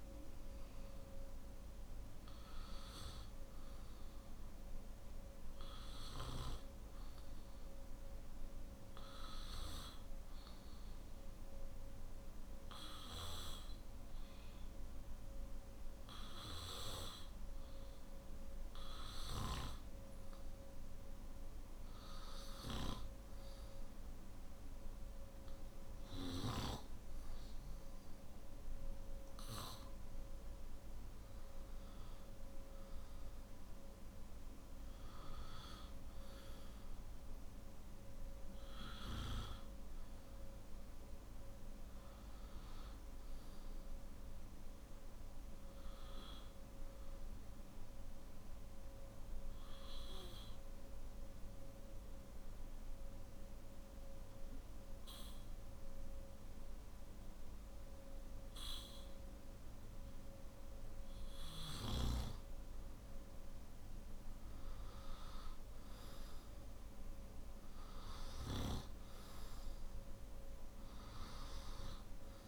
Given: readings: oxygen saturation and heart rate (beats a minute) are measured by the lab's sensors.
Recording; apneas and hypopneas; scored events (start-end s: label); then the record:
breathing in sleep by a room microphone; 1
47.00-61.50 s: obstructive apnea (oxygen 97% before, 93% lowest, heart rate 55 before, 48 extreme, up 10 after)
68.00-72.48 s: oxygen desaturation (device-marked, oxygen 97% before, 94% lowest, heart rate 52 before, 50 extreme)
From the record:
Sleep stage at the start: N2 (light sleep); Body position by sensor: on the back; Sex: male